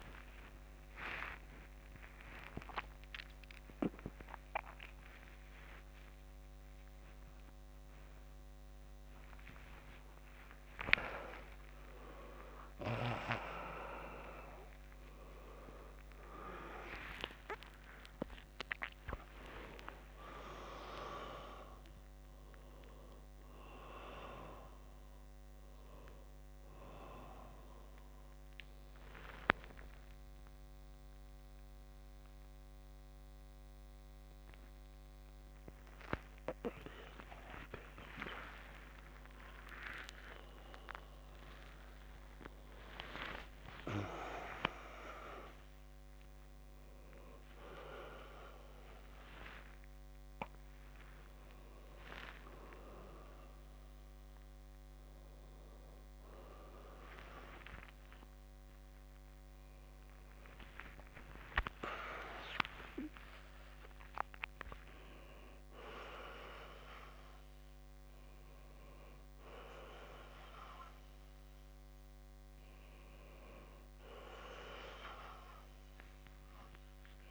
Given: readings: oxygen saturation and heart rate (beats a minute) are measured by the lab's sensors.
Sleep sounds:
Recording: a person awake in a sleep study, by a microphone on the trachea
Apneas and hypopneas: none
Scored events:
0.00-1.00 s: long interval between heartbeats (device-marked, heart rate 124 extreme)
2.50-4.50 s: long interval between heartbeats (device-marked, heart rate 99 before, 99 extreme)
4.50-6.50 s: long interval between heartbeats (device-marked, heart rate 102 before, 93 extreme)
6.50-8.50 s: long interval between heartbeats (device-marked, heart rate 103 before, 73 extreme)
16.00-18.00 s: long interval between heartbeats (device-marked, heart rate 94 before, 111 extreme)
19.00-21.00 s: long interval between heartbeats (device-marked, heart rate 98 before, 129 extreme)
38.50-40.50 s: long interval between heartbeats (device-marked, heart rate 87 before, 101 extreme)
42.00-44.00 s: long interval between heartbeats (device-marked, heart rate 86 before, 142 extreme)
58.00-60.00 s: long interval between heartbeats (device-marked, heart rate 95 before, 88 extreme)
61.50-63.50 s: long interval between heartbeats (device-marked, heart rate 91 before, 105 extreme)
From the record:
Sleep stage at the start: awake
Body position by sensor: on the right side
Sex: male

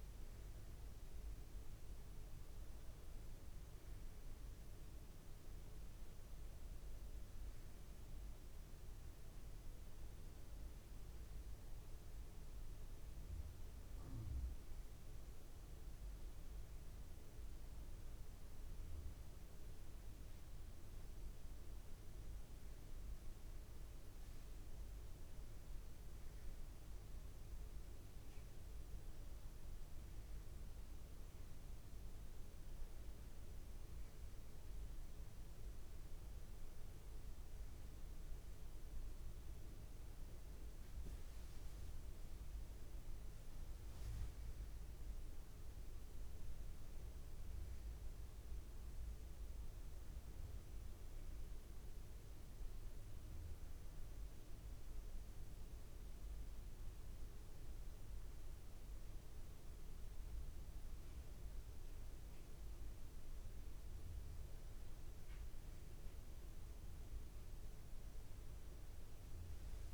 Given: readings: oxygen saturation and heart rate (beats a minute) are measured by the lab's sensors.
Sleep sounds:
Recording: breathing in sleep, hard to hear, by a room microphone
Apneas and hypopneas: none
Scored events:
none scored
From the record:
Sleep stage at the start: N1 (lightest sleep)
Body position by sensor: on the back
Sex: male

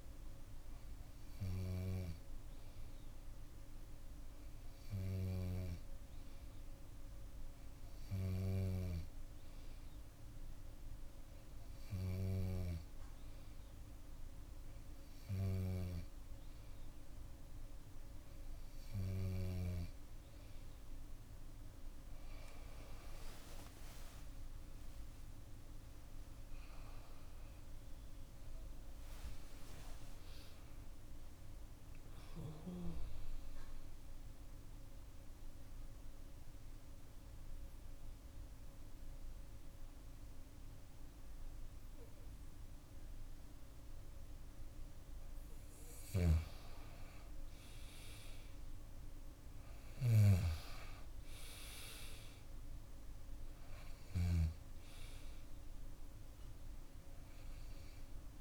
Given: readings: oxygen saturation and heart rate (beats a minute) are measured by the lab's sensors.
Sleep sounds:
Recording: breathing in sleep by a room microphone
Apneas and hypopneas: 1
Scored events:
25.00-28.50 s: arousal
33.50-45.50 s: obstructive apnea (oxygen 97% before, 94% lowest, heart rate 65 before, 58 extreme, up 4 after)
48.00-52.50 s: arousal
53.50-58.41 s: bradycardia (device-marked, heart rate 65 before, 58 extreme)
From the record:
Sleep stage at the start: N2 (light sleep)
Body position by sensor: on the back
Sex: female

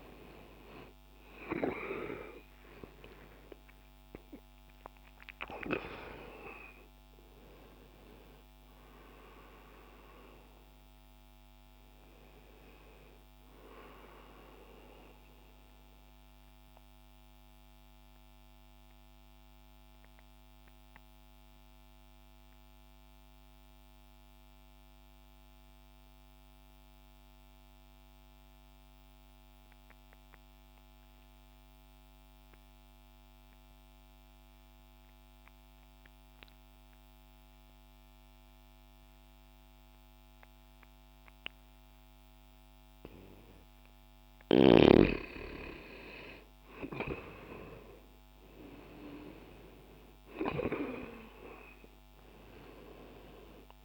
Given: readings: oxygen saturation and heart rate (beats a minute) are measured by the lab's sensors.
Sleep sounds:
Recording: breathing in sleep by a microphone on the trachea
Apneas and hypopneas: 1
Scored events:
0.00-13.50 s: oxygen desaturation (device-marked, oxygen 90% lowest, heart rate 60 extreme)
1.00-5.50 s: arousal
15.50-44.00 s: obstructive apnea (oxygen 97% before, 85% lowest, heart rate 62 before, 60 extreme, up 0 after)
23.50-33.50 s: oxygen desaturation (device-marked, oxygen 91% before, 86% lowest, heart rate 62 before, 60 extreme)
46.00-50.50 s: arousal
46.50-53.85 s: oxygen desaturation (device-marked, oxygen 98% before, 85% lowest, heart rate 60 before, 59 extreme)
From the record:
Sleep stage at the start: N2 (light sleep)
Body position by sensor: on the left side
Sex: male

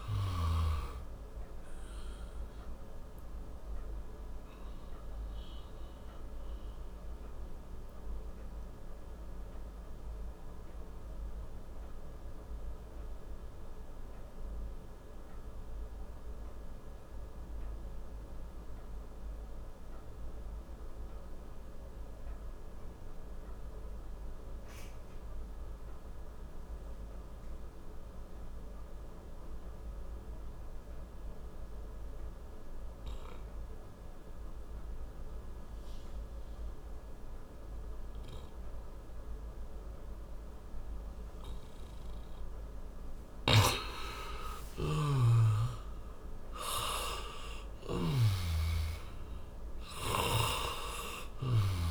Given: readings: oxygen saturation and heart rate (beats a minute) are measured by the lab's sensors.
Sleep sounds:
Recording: breathing in sleep by a room microphone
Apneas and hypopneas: 1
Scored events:
0.00-26.50 s: oxygen desaturation (device-marked, oxygen 85% lowest, heart rate 46 extreme)
3.50-40.50 s: obstructive apnea (oxygen 97% before, 85% lowest, heart rate 53 before, 45 extreme, up 14 after)
43.00-51.91 s: snoring (device-marked)
44.00-49.00 s: arousal
47.50-51.91 s: oxygen desaturation (device-marked, oxygen 97% before, 87% lowest, heart rate 64 before, 48 extreme)
From the record:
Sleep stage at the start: N2 (light sleep)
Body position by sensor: on the back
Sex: male

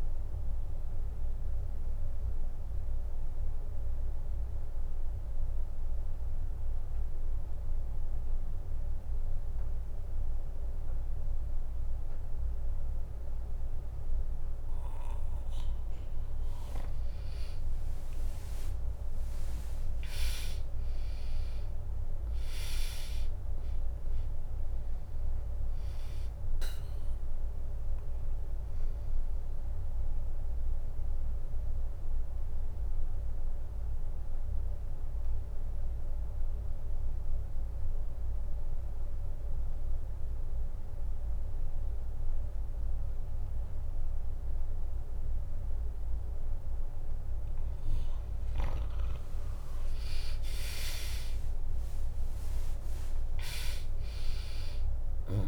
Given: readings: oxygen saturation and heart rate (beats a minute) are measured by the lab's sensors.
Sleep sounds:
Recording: breathing in sleep by a room microphone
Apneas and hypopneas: 2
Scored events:
0.00-10.50 s: oxygen desaturation (device-marked, oxygen 95% lowest, heart rate 61 extreme)
0.50-14.50 s: obstructive apnea (oxygen 99% before, 94% lowest, heart rate 65 before, 61 extreme, up 4 after)
17.00-20.50 s: arousal
17.50-29.50 s: drop in pulse transit time (device-marked, heart rate 69 before, 61 extreme)
28.00-46.50 s: obstructive apnea (oxygen 99% before, 94% lowest, heart rate 68 before, 60 extreme, up 5 after)
49.50-53.50 s: arousal
51.50-55.48 s: drop in pulse transit time (device-marked, heart rate 67 before, 62 extreme)
53.50-55.48 s: oxygen desaturation (device-marked, oxygen 99% before, 94% lowest, heart rate 66 before, 62 extreme)
From the record:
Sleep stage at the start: N2 (light sleep)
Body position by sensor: on the back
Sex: female

